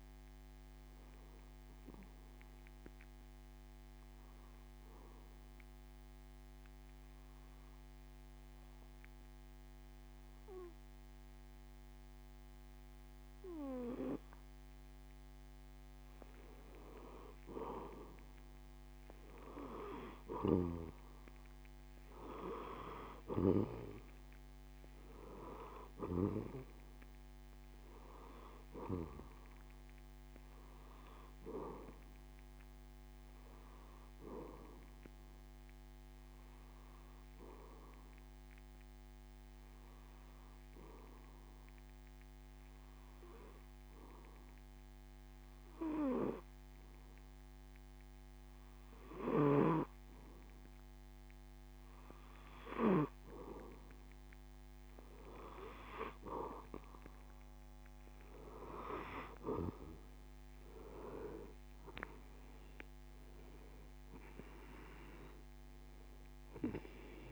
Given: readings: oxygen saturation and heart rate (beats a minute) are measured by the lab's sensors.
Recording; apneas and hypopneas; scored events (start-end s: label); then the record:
breathing in sleep by a microphone on the trachea; 2
1.50-16.00 s: obstructive apnea (oxygen 96% before, 90% lowest)
23.00-27.50 s: arousal
36.50-52.00 s: obstructive apnea (oxygen 96% before, 90% lowest)
54.50-57.50 s: arousal
58.50-67.32 s: oxygen desaturation (device-marked, oxygen 95% before, 90% lowest)
From the record:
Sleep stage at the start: N2 (light sleep); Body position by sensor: on the back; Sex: male